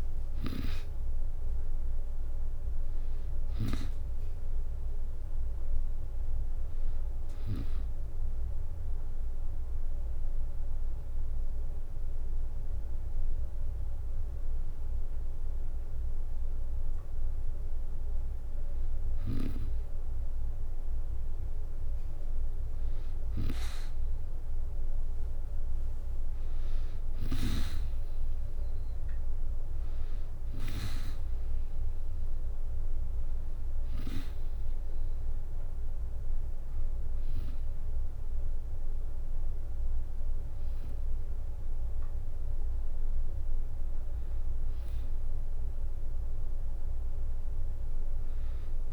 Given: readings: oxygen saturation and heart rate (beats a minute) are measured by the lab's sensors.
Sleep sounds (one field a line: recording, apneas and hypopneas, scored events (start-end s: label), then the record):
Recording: breathing in sleep by a room microphone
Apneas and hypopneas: 1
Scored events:
0.00-1.50 s: arousal
0.00-16.00 s: oxygen desaturation (device-marked, oxygen 93% lowest, heart rate 61 extreme)
8.50-19.50 s: hypopnea (oxygen 97% before, 93% lowest, heart rate 68 before, 61 extreme, up 7 after)
21.50-24.00 s: arousal
From the record:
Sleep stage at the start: N2 (light sleep)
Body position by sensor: on the back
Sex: female